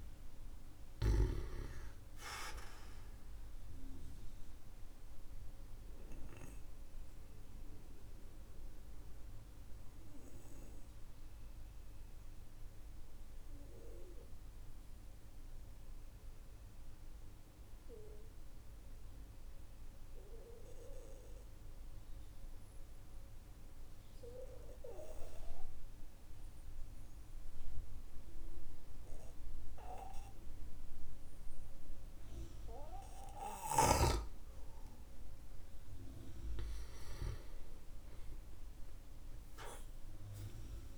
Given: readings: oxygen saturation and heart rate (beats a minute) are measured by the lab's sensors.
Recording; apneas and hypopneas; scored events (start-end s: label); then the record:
breathing in sleep by a room microphone; 1
1.50-22.50 s: oxygen desaturation (device-marked, oxygen 97% before, 94% lowest, heart rate 53 before, 45 extreme)
5.00-35.50 s: obstructive apnea (oxygen 99% before, 94% lowest, heart rate 51 before, 43 extreme, up 15 after)
36.50-40.50 s: arousal
39.50-40.98 s: oxygen desaturation (device-marked, oxygen 99% before, 94% lowest, heart rate 53 before, 43 extreme)
From the record:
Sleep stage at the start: N2 (light sleep); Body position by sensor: on the back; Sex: male